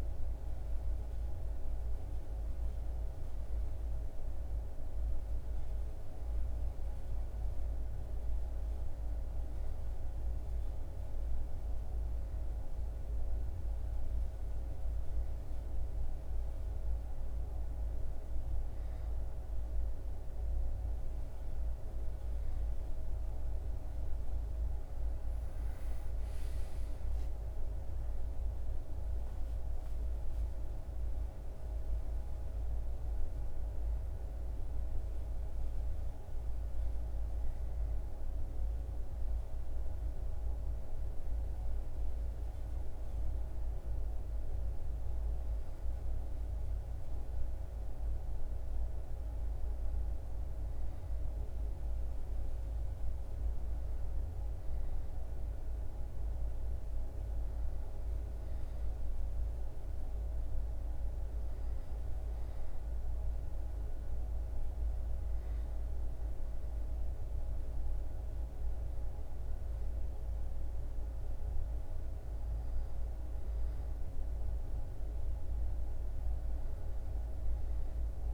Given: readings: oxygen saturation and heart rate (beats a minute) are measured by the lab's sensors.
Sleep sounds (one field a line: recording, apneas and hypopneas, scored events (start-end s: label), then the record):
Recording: breathing in sleep, hard to hear, by a room microphone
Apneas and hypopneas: none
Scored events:
none scored
From the record:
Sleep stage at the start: N1 (lightest sleep)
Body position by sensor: on the back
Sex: male